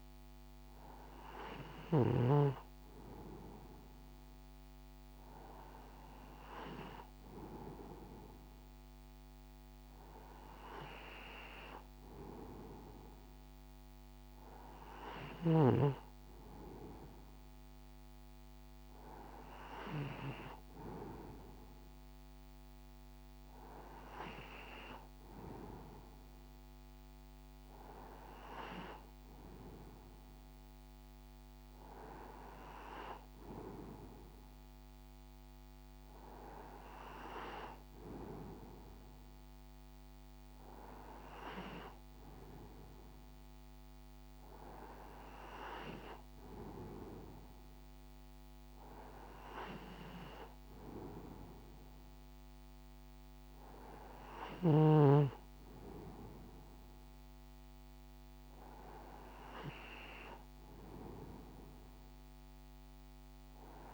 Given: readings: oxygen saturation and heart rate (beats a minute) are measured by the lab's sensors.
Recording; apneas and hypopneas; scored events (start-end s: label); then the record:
breathing in sleep by a microphone on the trachea; none
0.00-2.00 s: snoring (device-marked)
From the record:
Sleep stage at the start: N2 (light sleep); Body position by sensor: on the right side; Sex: male